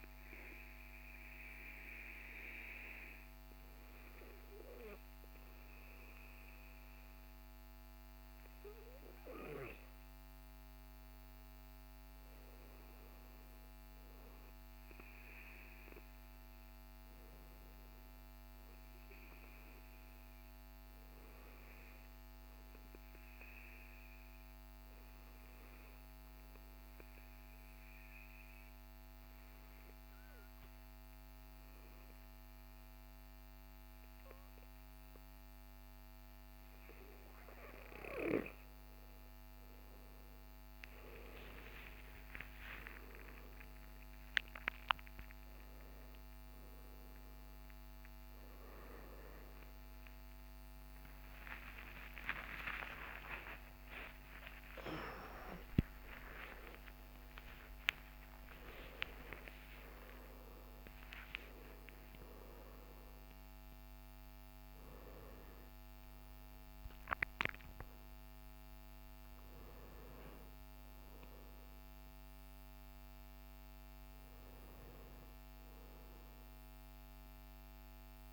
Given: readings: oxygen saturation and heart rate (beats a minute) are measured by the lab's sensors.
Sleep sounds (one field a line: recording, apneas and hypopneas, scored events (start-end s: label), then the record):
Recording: a person partly awake in a sleep study, by a microphone on the trachea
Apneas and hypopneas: 1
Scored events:
27.00-38.00 s: obstructive apnea (oxygen 97% before, 93% lowest, heart rate 58 before, 58 extreme, up 29 after)
47.50-66.50 s: oxygen desaturation (device-marked, oxygen 97% before, 93% lowest, heart rate 66 before, 55 extreme)
52.50-78.33 s: new sleep stage, awake
From the record:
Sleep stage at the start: N2 (light sleep)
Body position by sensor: on the back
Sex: male